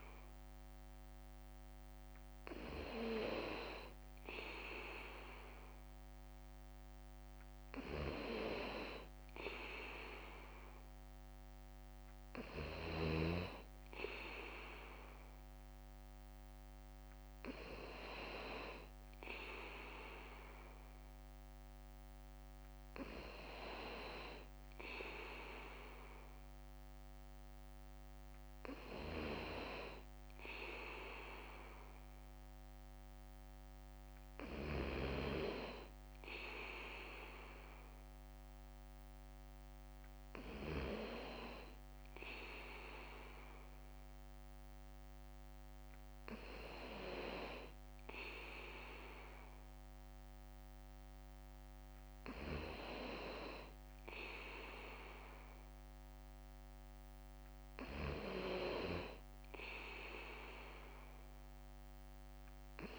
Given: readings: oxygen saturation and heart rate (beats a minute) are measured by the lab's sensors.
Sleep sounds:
breathing in sleep by a microphone on the trachea; none
0.00-62.99 s: bradycardia (device-marked, heart rate 55 extreme)
From the record:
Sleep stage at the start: N2 (light sleep); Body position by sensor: on the back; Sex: male

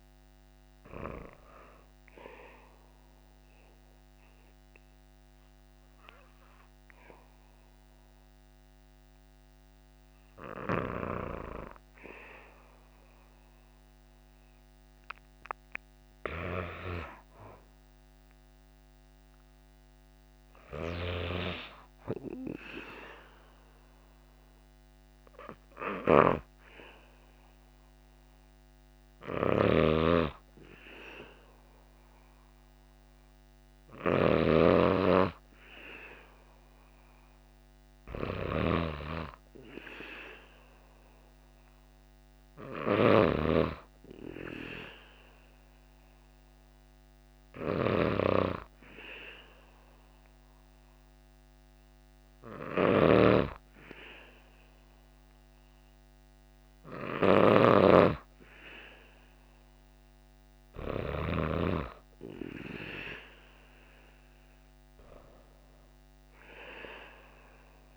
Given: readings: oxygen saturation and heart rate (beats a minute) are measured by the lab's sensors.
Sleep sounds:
breathing in sleep by a microphone on the trachea; none
1.50-6.00 s: arousal
20.00-60.50 s: snoring (device-marked)
From the record:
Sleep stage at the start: N2 (light sleep); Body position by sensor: on the back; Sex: female

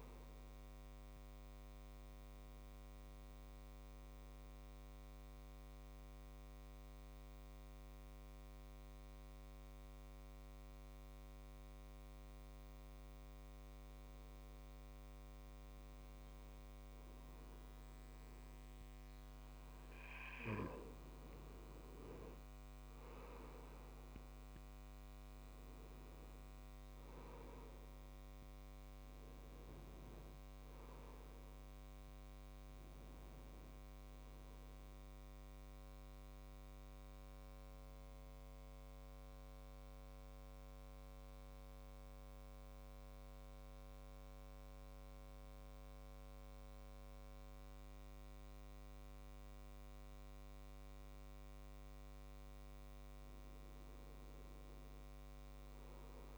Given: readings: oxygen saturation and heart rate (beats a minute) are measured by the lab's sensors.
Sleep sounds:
breathing in sleep, hard to hear, by a microphone on the trachea; 2
3.50-19.00 s: obstructive apnea (oxygen 98% before, 92% lowest, heart rate 68 before, 65 extreme, up 5 after)
22.00-27.00 s: arousal
26.50-49.50 s: oxygen desaturation (device-marked, oxygen 97% before, 92% lowest, heart rate 70 before, 65 extreme)
35.00-51.00 s: obstructive apnea (oxygen 97% before, 92% lowest, heart rate 71 before, 65 extreme, up 5 after)
55.00-56.38 s: arousal
From the record:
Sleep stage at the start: N2 (light sleep); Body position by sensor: on the right side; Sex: male

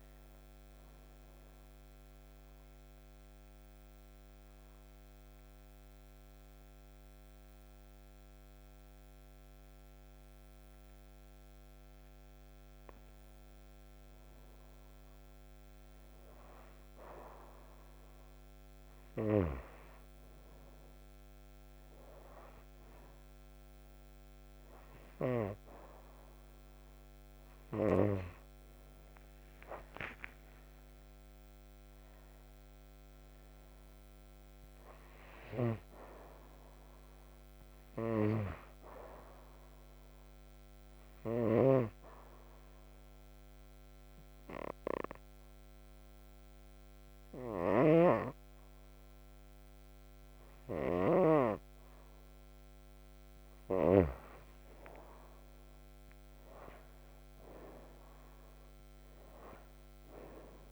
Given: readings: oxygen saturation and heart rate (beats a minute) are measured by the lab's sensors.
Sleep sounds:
breathing in sleep by a microphone on the trachea; 2
1.00-13.00 s: obstructive apnea (oxygen 96% before, 91% lowest, heart rate 87 before, 61 extreme, up 7 after)
5.50-14.50 s: oxygen desaturation (device-marked, oxygen 94% before, 91% lowest, heart rate 80 before, 61 extreme)
14.50-18.50 s: arousal
29.50-34.50 s: arousal
30.50-44.50 s: oxygen desaturation (device-marked, oxygen 99% before, 95% lowest, heart rate 67 before, 59 extreme)
40.00-53.50 s: obstructive apnea (oxygen 100% before, 90% lowest, heart rate 73 before, 59 extreme, up 6 after)
54.50-59.00 s: arousal
From the record:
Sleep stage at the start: N2 (light sleep); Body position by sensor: on the right side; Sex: female

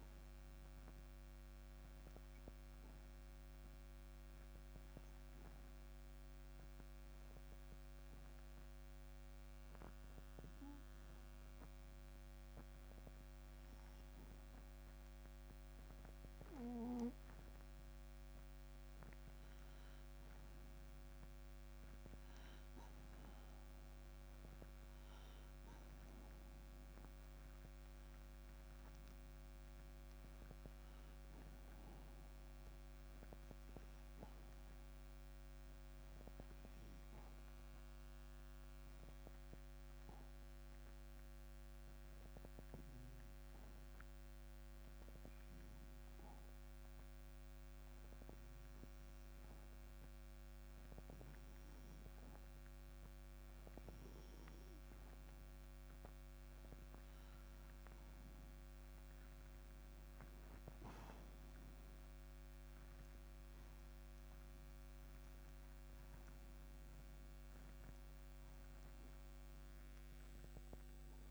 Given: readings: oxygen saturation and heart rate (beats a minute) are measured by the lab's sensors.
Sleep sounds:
breathing in sleep, hard to hear, by a microphone on the trachea; 2
2.00-18.50 s: hypopnea (oxygen 94% before, 92% lowest)
21.50-25.50 s: arousal
36.50-56.00 s: obstructive apnea (oxygen 97% before, 91% lowest)
59.00-63.00 s: arousal
From the record:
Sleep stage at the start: N2 (light sleep); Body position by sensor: on the right side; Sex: male

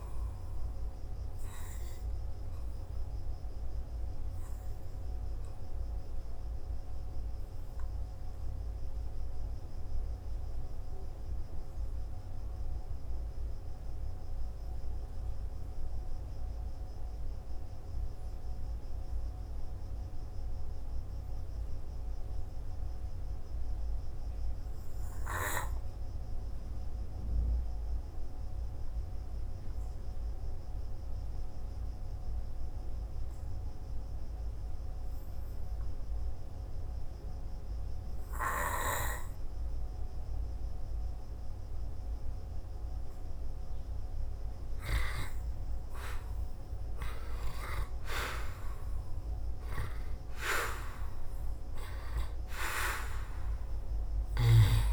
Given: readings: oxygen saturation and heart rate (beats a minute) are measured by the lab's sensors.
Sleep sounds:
breathing in sleep by a room microphone; 1
17.00-30.00 s: oxygen desaturation (device-marked, oxygen 96% before, 88% lowest, heart rate 58 before, 51 extreme)
18.00-38.00 s: hypopnea (oxygen 99% before, 88% lowest, heart rate 58 before, 51 extreme, up 0 after)
48.00-52.50 s: arousal
51.00-54.93 s: oxygen desaturation (device-marked, oxygen 97% before, 94% lowest, heart rate 52 before, 56 extreme)
From the record:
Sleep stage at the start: N2 (light sleep); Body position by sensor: on the back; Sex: male

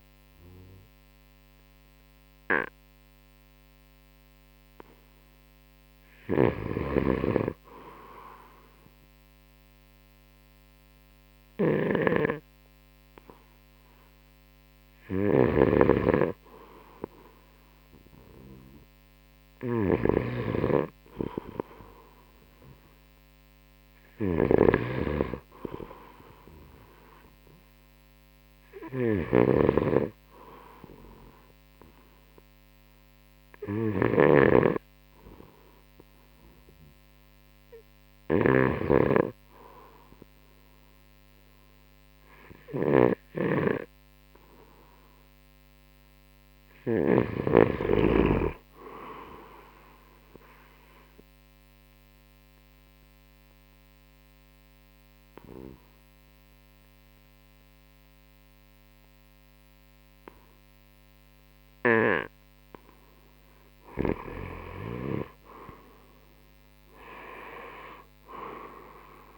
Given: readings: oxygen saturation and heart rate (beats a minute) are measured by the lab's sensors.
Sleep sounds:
breathing in sleep by a microphone on the trachea; 1
0.00-13.00 s: oxygen desaturation (device-marked, oxygen 89% lowest, heart rate 65 extreme)
7.00-47.50 s: snoring (device-marked)
15.00-26.00 s: oxygen desaturation (device-marked, oxygen 96% before, 91% lowest, heart rate 69 before, 67 extreme)
48.00-58.00 s: drop in pulse transit time (device-marked, heart rate 70 before, 69 extreme)
50.50-63.00 s: obstructive apnea (oxygen 95% before, 90% lowest, heart rate 70 before, 65 extreme, up 12 after)
65.50-69.00 s: arousal
From the record:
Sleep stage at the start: N3 (deep sleep); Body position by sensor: on the right side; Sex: male

